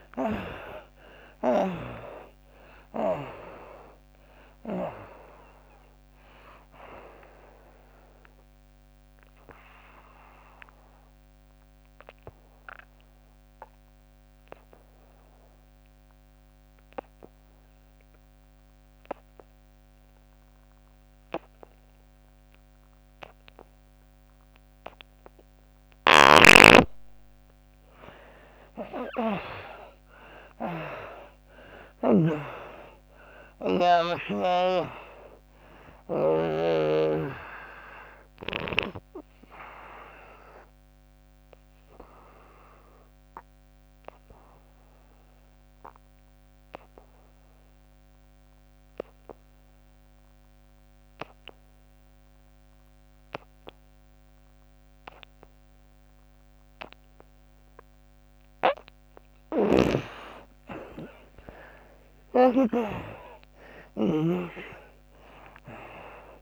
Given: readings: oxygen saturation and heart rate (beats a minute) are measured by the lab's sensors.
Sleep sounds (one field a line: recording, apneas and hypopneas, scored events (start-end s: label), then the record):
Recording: breathing in sleep by a microphone on the trachea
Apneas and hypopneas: 2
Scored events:
0.00-1.50 s: snoring (device-marked)
0.00-17.00 s: oxygen desaturation (device-marked, oxygen 75% lowest, heart rate 69 extreme)
10.00-27.00 s: obstructive apnea (oxygen 94% before, 76% lowest, heart rate 99 before, 67 extreme, up 21 after)
24.00-47.00 s: oxygen desaturation (device-marked, oxygen 99% before, 79% lowest, heart rate 85 before, 67 extreme)
26.00-32.00 s: snoring (device-marked)
29.00-32.00 s: arousal
39.00-58.50 s: obstructive apnea (oxygen 99% before, 76% lowest, heart rate 78 before, 67 extreme, up 40 after)
54.00-60.00 s: oxygen desaturation (device-marked, oxygen 98% before, 93% lowest, heart rate 81 before, 73 extreme)
59.00-66.42 s: snoring (device-marked)
60.00-62.50 s: arousal
From the record:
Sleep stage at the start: N2 (light sleep)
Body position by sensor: on the back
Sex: female